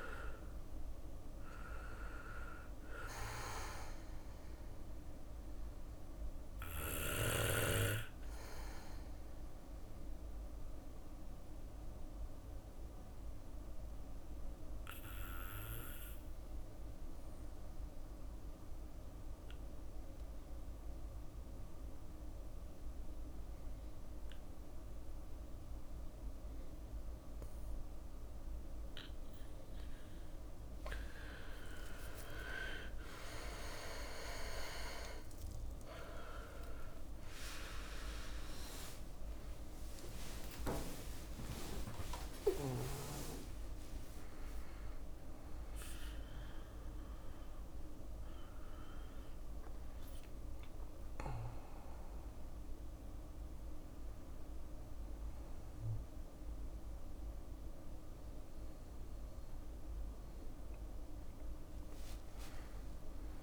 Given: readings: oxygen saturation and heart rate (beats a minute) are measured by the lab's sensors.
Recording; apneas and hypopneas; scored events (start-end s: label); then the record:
a person awake in a sleep study, by a room microphone; 1
0.00-3.50 s: drop in pulse transit time (device-marked, heart rate 60 extreme)
0.00-15.50 s: oxygen desaturation (device-marked, oxygen 93% lowest, heart rate 57 extreme)
1.50-13.50 s: bradycardia (device-marked, heart rate 60 before, 57 extreme)
4.00-29.50 s: mixed apnea (oxygen 98% before, 93% lowest, heart rate 61 before, 57 extreme, up 4 after)
21.50-27.50 s: bradycardia (device-marked, heart rate 60 before, 58 extreme)
22.50-63.43 s: new sleep stage, awake
28.50-46.50 s: oxygen desaturation (device-marked, oxygen 99% before, 95% lowest, heart rate 59 before, 61 extreme)
39.00-41.00 s: long interval between heartbeats (device-marked, heart rate 60 before, 68 extreme)
39.50-56.50 s: drop in pulse transit time (device-marked, heart rate 60 before, 68 extreme)
48.50-60.50 s: oxygen desaturation (device-marked, oxygen 97% before, 94% lowest, heart rate 71 before, 60 extreme)
From the record:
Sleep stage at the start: N2 (light sleep); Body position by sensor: on the back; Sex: male